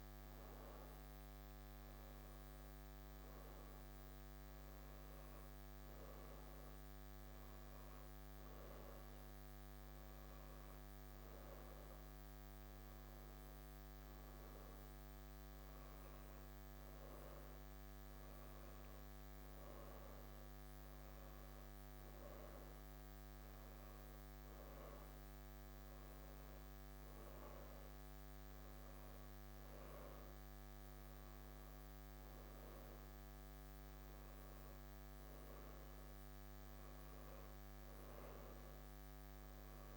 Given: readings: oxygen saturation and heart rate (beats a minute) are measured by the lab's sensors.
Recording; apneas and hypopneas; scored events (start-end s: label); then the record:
a person awake in a sleep study, hard to hear, by a microphone on the trachea; none
none scored
From the record:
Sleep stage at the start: awake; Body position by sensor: on the back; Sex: male